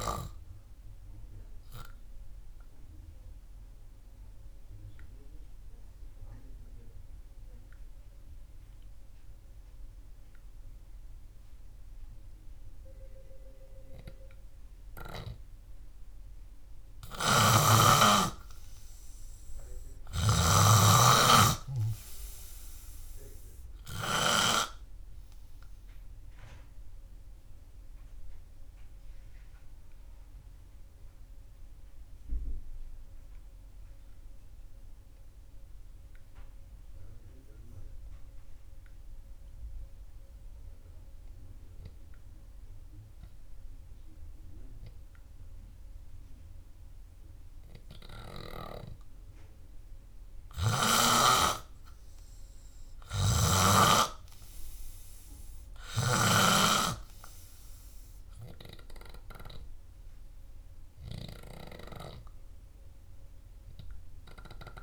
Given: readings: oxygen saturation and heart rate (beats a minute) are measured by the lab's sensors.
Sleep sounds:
breathing in sleep by a room microphone; 2
2.00-17.00 s: obstructive apnea (oxygen 97% before, 93% lowest, heart rate 62 before, 59 extreme, up 10 after)
10.50-20.50 s: oxygen desaturation (device-marked, oxygen 96% before, 93% lowest, heart rate 63 before, 59 extreme)
19.50-22.00 s: arousal
30.50-43.00 s: obstructive apnea (oxygen 96% before, 92% lowest, heart rate 65 before, 58 extreme, up 21 after)
46.00-49.00 s: arousal
From the record:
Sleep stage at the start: N3 (deep sleep); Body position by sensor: on the back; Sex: male

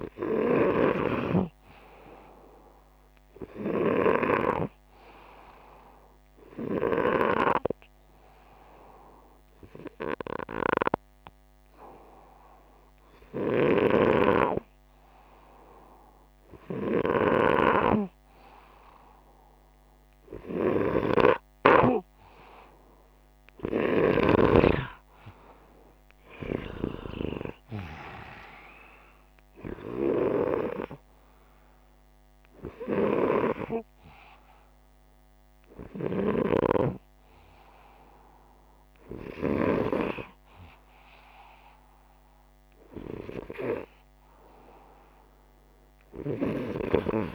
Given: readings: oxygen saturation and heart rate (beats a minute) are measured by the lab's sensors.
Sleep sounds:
breathing in sleep by a microphone on the trachea; none
0.00-1.00 s: oxygen desaturation (device-marked, oxygen 93% lowest, heart rate 62 extreme)
14.00-27.00 s: oxygen desaturation (device-marked, oxygen 99% before, 93% lowest, heart rate 65 before, 61 extreme)
39.50-43.50 s: arousal
From the record:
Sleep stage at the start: N2 (light sleep); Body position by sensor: upright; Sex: male

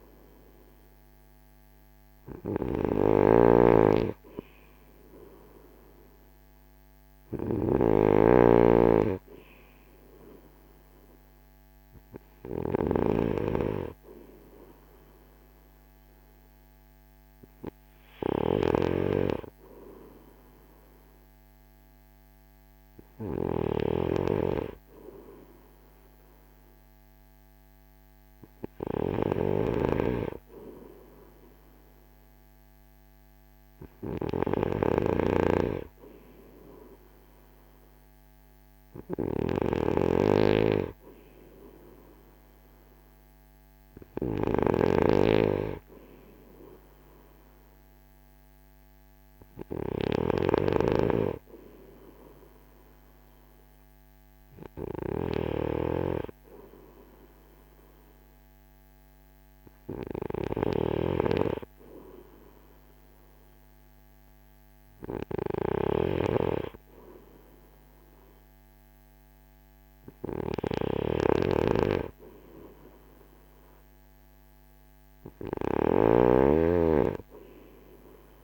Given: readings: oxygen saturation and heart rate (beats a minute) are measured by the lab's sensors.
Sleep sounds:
breathing in sleep by a microphone on the trachea; none
2.00-78.44 s: snoring (device-marked)
From the record:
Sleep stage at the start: N2 (light sleep); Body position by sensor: on the front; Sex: male

